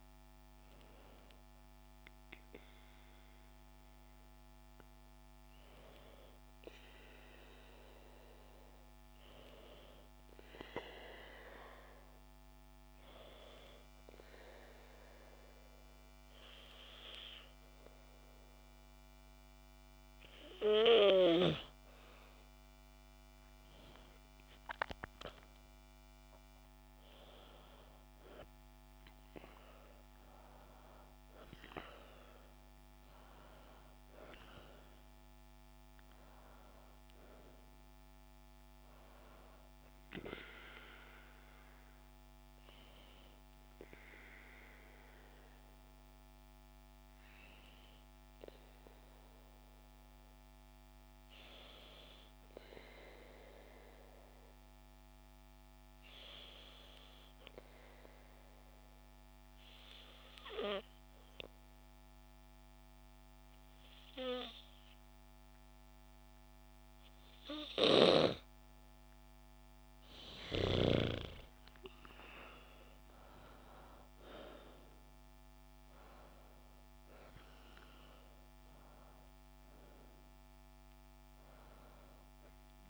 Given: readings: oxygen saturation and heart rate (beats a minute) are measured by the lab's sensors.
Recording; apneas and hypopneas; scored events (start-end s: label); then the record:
breathing in sleep by a microphone on the trachea; 2
10.00-20.50 s: hypopnea (oxygen 98% before, 93% lowest, heart rate 73 before, 69 extreme, up 11 after)
22.50-27.00 s: arousal
56.50-70.00 s: obstructive apnea (oxygen 97% before, 93% lowest, heart rate 72 before, 69 extreme, up 10 after)
72.00-76.50 s: arousal
72.50-82.89 s: oxygen desaturation (device-marked, oxygen 96% before, 93% lowest, heart rate 70 before, 68 extreme)
From the record:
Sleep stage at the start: N2 (light sleep); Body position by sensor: on the back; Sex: female